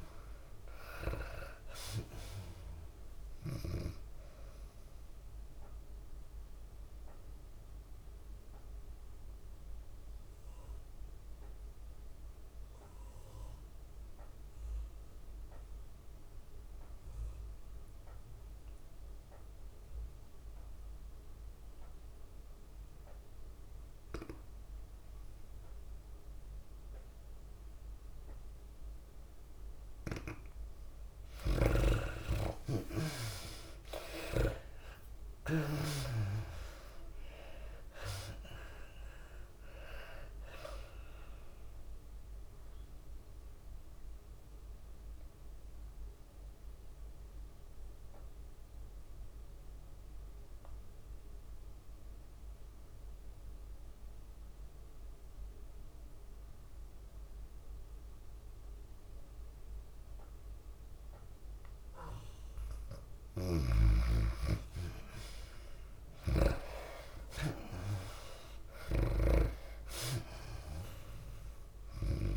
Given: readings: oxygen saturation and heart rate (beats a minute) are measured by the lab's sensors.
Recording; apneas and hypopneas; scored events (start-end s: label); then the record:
breathing in sleep by a room microphone; 2
0.00-13.50 s: tachycardia (device-marked, heart rate 107 extreme)
0.00-18.50 s: oxygen desaturation (device-marked, oxygen 86% lowest, heart rate 98 extreme)
0.50-13.50 s: drop in pulse transit time (device-marked, heart rate 105 before, 102 extreme)
6.50-29.50 s: obstructive apnea (oxygen 98% before, 78% lowest, heart rate 102 before, 98 extreme, up 19 after)
23.50-32.50 s: tachycardia (device-marked, heart rate 97 before, 117 extreme)
26.50-28.50 s: long interval between heartbeats (device-marked, heart rate 101 before, 108 extreme)
30.00-32.00 s: long interval between heartbeats (device-marked, heart rate 102 before, 115 extreme)
30.50-61.50 s: oxygen desaturation (device-marked, oxygen 97% before, 78% lowest, heart rate 102 before, 98 extreme)
31.50-35.00 s: arousal
33.50-57.50 s: tachycardia (device-marked, heart rate 97 before, 125 extreme)
35.50-49.50 s: drop in pulse transit time (device-marked, heart rate 104 before, 100 extreme)
37.50-39.50 s: long interval between heartbeats (device-marked, heart rate 104 before, 121 extreme)
43.00-63.00 s: mixed apnea (oxygen 97% before, 78% lowest, heart rate 110 before, 98 extreme, up 22 after)
55.00-57.00 s: long interval between heartbeats (device-marked, heart rate 109 before, 110 extreme)
59.50-72.36 s: tachycardia (device-marked, heart rate 97 before, 120 extreme)
63.50-65.50 s: long interval between heartbeats (device-marked, heart rate 105 before, 110 extreme)
63.50-72.36 s: oxygen desaturation (device-marked, oxygen 99% before, 83% lowest, heart rate 105 before, 94 extreme)
63.50-72.36 s: snoring (device-marked)
64.00-68.00 s: arousal
66.50-68.50 s: long interval between heartbeats (device-marked, heart rate 106 before, 119 extreme)
68.50-72.36 s: drop in pulse transit time (device-marked, heart rate 107 before, 101 extreme)
From the record:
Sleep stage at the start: N2 (light sleep); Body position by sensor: on the left side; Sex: female